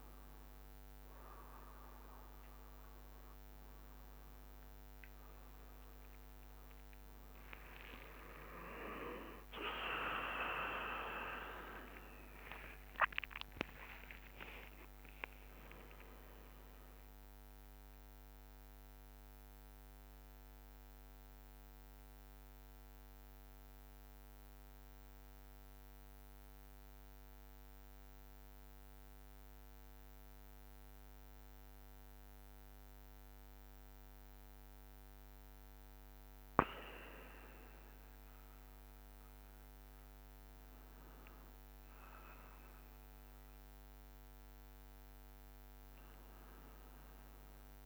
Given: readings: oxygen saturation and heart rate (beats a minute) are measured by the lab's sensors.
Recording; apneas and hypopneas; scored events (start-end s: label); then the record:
a person partly awake in a sleep study, by a microphone on the trachea; none
0.00-7.00 s: tachycardia (device-marked, heart rate 71 before, 120 extreme)
2.50-4.50 s: long interval between heartbeats (device-marked, heart rate 79 before, 89 extreme)
4.50-6.50 s: long interval between heartbeats (device-marked, heart rate 82 before, 120 extreme)
6.00-21.00 s: drop in pulse transit time (device-marked, heart rate 88 before, 75 extreme)
11.00-18.00 s: tachycardia (device-marked, heart rate 73 before, 129 extreme)
15.00-17.00 s: long interval between heartbeats (device-marked, heart rate 100 before, 123 extreme)
21.00-47.85 s: new sleep stage, N1 (lightest sleep)
From the record:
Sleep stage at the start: awake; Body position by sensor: on the back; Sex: male